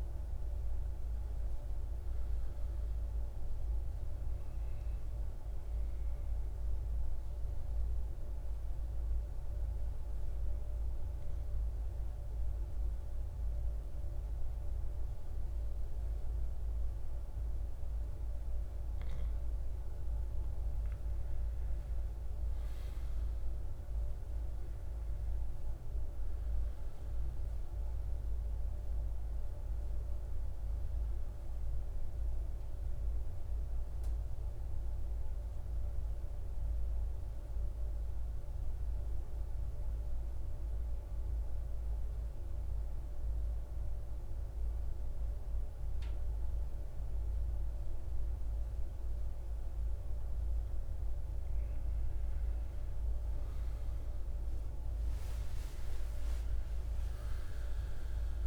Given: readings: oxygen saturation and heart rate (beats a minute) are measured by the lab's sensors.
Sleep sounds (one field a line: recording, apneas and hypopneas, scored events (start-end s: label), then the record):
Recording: breathing in sleep, hard to hear, by a room microphone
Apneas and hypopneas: 2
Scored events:
0.00-2.00 s: arousal
3.50-17.50 s: oxygen desaturation (device-marked, oxygen 98% before, 94% lowest, heart rate 60 before, 58 extreme)
6.00-18.50 s: obstructive apnea (oxygen 99% before, 91% lowest, heart rate 60 before, 58 extreme, up 10 after)
20.50-26.50 s: arousal
28.50-41.50 s: oxygen desaturation (device-marked, oxygen 97% before, 92% lowest, heart rate 62 before, 58 extreme)
37.50-50.00 s: central apnea (oxygen 97% before, 91% lowest, heart rate 63 before, 59 extreme, up 12 after)
51.50-57.00 s: arousal
56.50-58.47 s: oxygen desaturation (device-marked, oxygen 97% before, 91% lowest, heart rate 61 before, 55 extreme)
From the record:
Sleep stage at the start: N2 (light sleep)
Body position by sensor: on the right side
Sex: male